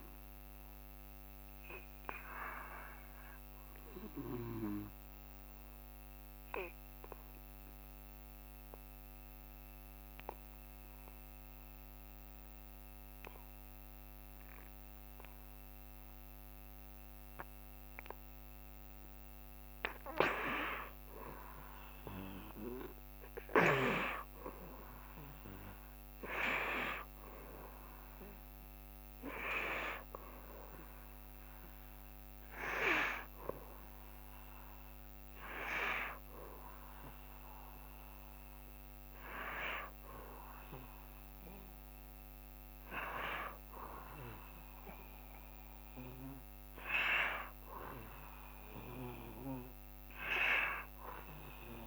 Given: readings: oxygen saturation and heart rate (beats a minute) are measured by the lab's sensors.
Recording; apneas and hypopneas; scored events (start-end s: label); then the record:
breathing in sleep by a microphone on the trachea; 1
3.00-19.00 s: obstructive apnea (oxygen 94% before, 88% lowest, heart rate 66 before, 66 extreme, up 2 after)
15.00-43.00 s: oxygen desaturation (device-marked, oxygen 93% before, 88% lowest, heart rate 66 before, 66 extreme)
22.00-26.50 s: arousal
47.00-51.00 s: arousal
From the record:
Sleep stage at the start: N2 (light sleep); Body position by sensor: on the back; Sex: male